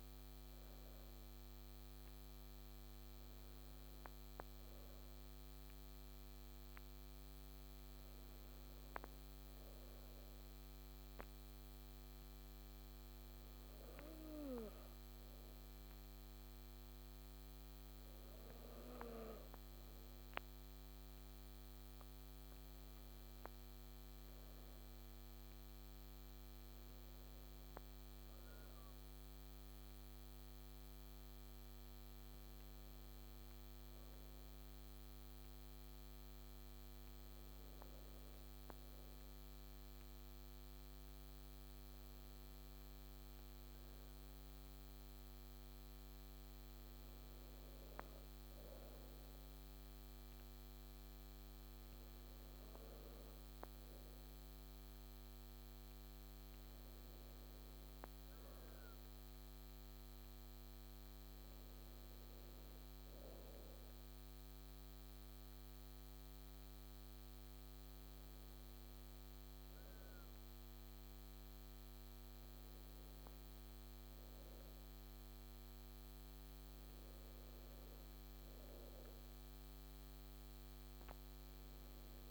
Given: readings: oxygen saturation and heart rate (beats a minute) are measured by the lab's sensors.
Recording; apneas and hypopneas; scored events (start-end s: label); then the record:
breathing in sleep, hard to hear, by a microphone on the trachea; none
none scored
From the record:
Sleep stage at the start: N2 (light sleep); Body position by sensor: on the right side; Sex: female